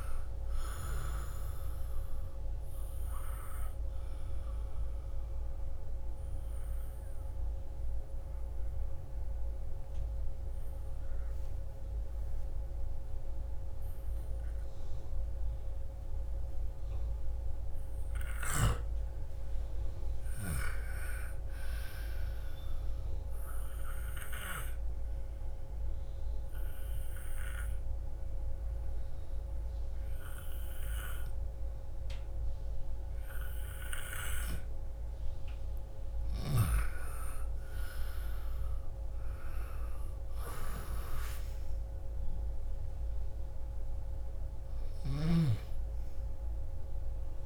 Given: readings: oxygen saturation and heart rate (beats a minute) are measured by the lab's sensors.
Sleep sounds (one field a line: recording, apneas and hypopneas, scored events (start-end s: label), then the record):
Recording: breathing in sleep by a room microphone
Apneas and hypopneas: 2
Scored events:
1.00-20.00 s: oxygen desaturation (device-marked, oxygen 98% before, 89% lowest, heart rate 66 before, 35 extreme)
3.00-17.00 s: obstructive apnea (oxygen 98% before, 89% lowest, heart rate 69 before, 35 extreme, up 32 after)
18.50-22.00 s: arousal
24.00-35.00 s: obstructive apnea (oxygen 98% before, 86% lowest, heart rate 61 before, 34 extreme, up 24 after)
29.00-44.00 s: oxygen desaturation (device-marked, oxygen 98% before, 91% lowest, heart rate 58 before, 34 extreme)
36.50-40.00 s: arousal
From the record:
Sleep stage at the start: N2 (light sleep)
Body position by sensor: on the left side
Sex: female